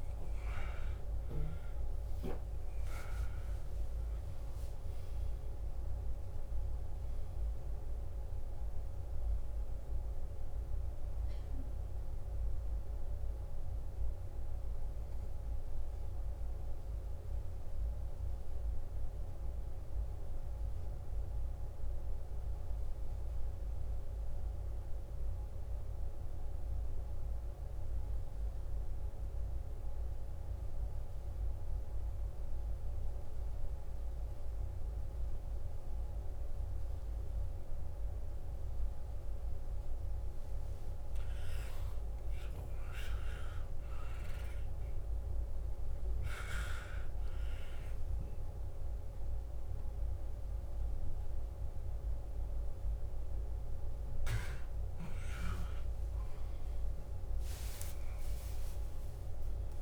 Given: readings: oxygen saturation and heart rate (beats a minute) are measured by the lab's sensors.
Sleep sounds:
breathing in sleep, hard to hear, by a room microphone; 1
0.00-24.00 s: oxygen desaturation (device-marked, oxygen 89% lowest, heart rate 53 extreme)
17.00-40.00 s: obstructive apnea (oxygen 93% before, 89% lowest, heart rate 65 before, 53 extreme, up 11 after)
40.00-59.81 s: oxygen desaturation (device-marked, oxygen 98% before, 91% lowest, heart rate 54 before, 52 extreme)
41.00-46.00 s: arousal
From the record:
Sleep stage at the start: N2 (light sleep); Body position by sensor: on the back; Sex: male

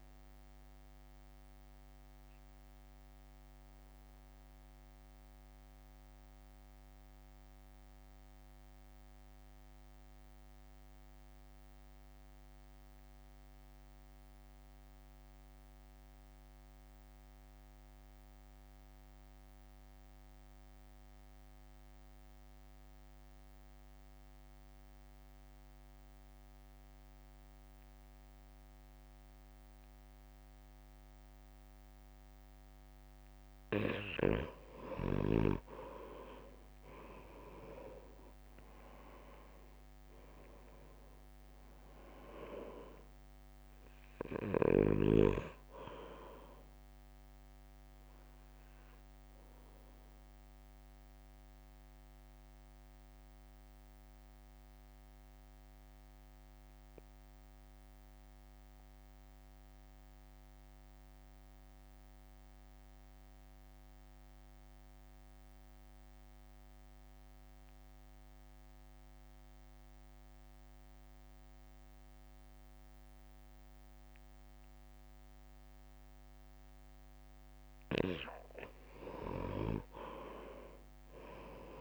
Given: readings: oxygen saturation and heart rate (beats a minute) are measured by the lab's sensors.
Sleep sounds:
breathing in sleep by a microphone on the trachea; 2
0.00-3.50 s: oxygen desaturation (device-marked, oxygen 90% lowest, heart rate 52 extreme)
0.00-5.50 s: drop in pulse transit time (device-marked, heart rate 52 extreme)
1.00-33.00 s: mixed apnea (oxygen 98% before, 87% lowest, heart rate 58 before, 51 extreme, up 2 after)
5.50-7.50 s: long interval between heartbeats (device-marked, heart rate 56 before, 54 extreme)
10.50-22.50 s: oxygen desaturation (device-marked, oxygen 91% before, 87% lowest, heart rate 55 before, 52 extreme)
38.00-41.50 s: arousal
38.50-50.50 s: oxygen desaturation (device-marked, oxygen 97% before, 90% lowest, heart rate 61 before, 51 extreme)
38.50-51.50 s: drop in pulse transit time (device-marked, heart rate 61 before, 52 extreme)
49.50-77.00 s: mixed apnea (oxygen 98% before, 88% lowest, heart rate 56 before, 50 extreme, up 2 after)
57.50-67.50 s: oxygen desaturation (device-marked, oxygen 92% before, 89% lowest, heart rate 54 before, 52 extreme)
77.50-81.81 s: oxygen desaturation (device-marked, oxygen 98% before, 88% lowest, heart rate 61 before, 50 extreme)
From the record:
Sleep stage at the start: N2 (light sleep); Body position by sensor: on the right side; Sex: male

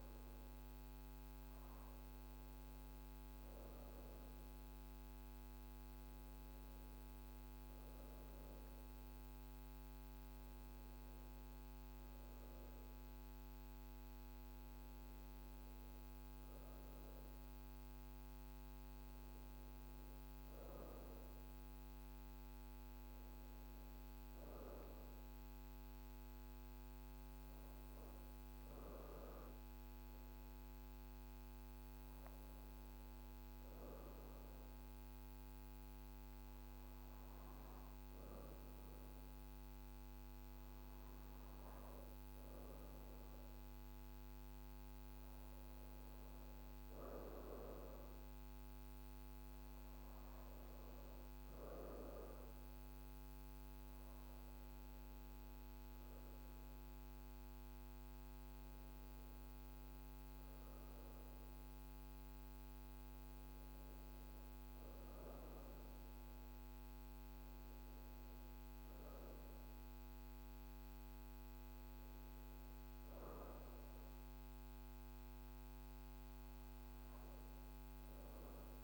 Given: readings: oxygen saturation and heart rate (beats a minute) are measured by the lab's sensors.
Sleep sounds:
breathing in sleep, hard to hear, by a microphone on the trachea; none
none scored
From the record:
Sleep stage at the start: N1 (lightest sleep); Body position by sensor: on the back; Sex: female

